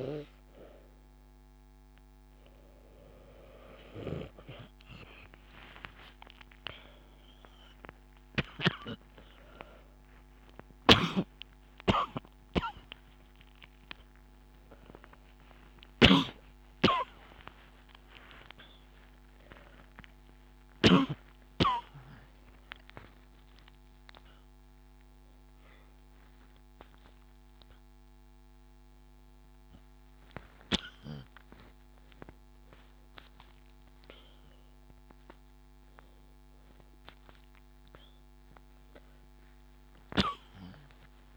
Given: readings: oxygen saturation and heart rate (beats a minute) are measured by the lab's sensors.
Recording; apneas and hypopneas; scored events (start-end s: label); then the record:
a person awake in a sleep study, by a microphone on the trachea; none
0.00-22.50 s: bradycardia (device-marked)
23.50-41.37 s: bradycardia (device-marked)
29.50-31.50 s: long interval between heartbeats (device-marked)
39.50-41.37 s: long interval between heartbeats (device-marked)
From the record:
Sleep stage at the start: awake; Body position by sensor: on the back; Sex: female